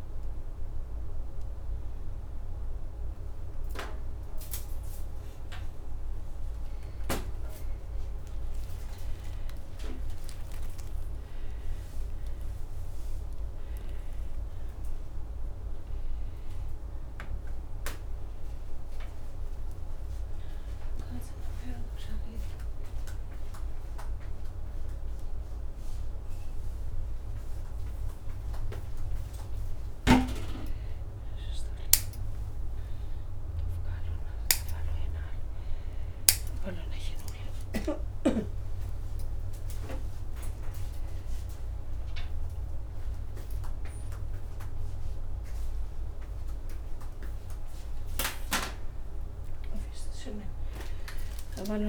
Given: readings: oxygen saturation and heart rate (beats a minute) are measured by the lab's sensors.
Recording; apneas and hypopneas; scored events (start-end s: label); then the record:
a person awake in a sleep study, by a room microphone; none
none scored
From the record:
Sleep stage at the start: awake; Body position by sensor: upright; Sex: male